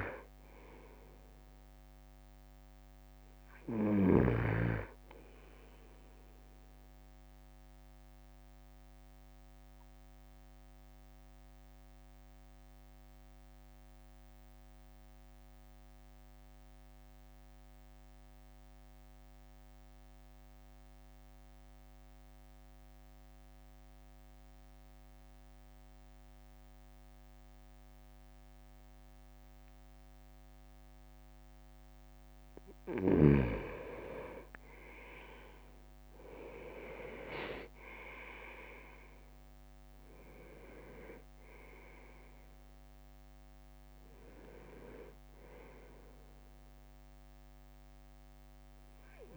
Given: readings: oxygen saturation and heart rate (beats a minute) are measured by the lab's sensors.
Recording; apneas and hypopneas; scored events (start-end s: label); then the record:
breathing in sleep by a microphone on the trachea; 1
0.00-4.00 s: drop in pulse transit time (device-marked, heart rate 55 extreme)
0.00-4.50 s: snoring (device-marked)
7.00-31.00 s: obstructive apnea (oxygen 99% before, 96% lowest, heart rate 55 before, 50 extreme, up 6 after)
35.00-39.50 s: arousal
36.00-37.50 s: leg movement (device-marked)
37.00-49.37 s: drop in pulse transit time (device-marked, heart rate 52 before, 54 extreme)
From the record:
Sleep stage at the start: N2 (light sleep); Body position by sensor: on the right side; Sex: male